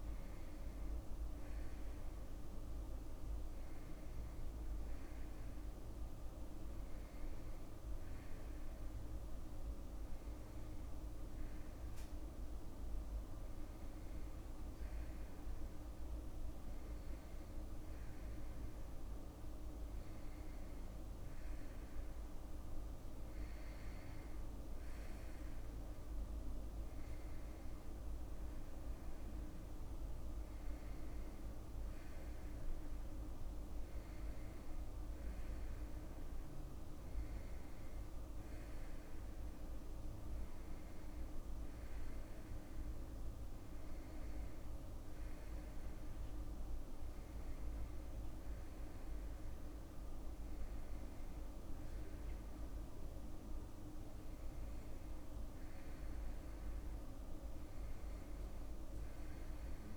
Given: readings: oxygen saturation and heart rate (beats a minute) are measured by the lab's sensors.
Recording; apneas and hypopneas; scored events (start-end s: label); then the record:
a person awake in a sleep study, hard to hear, by a room microphone; none
none scored
From the record:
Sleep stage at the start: awake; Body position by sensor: on the right side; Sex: male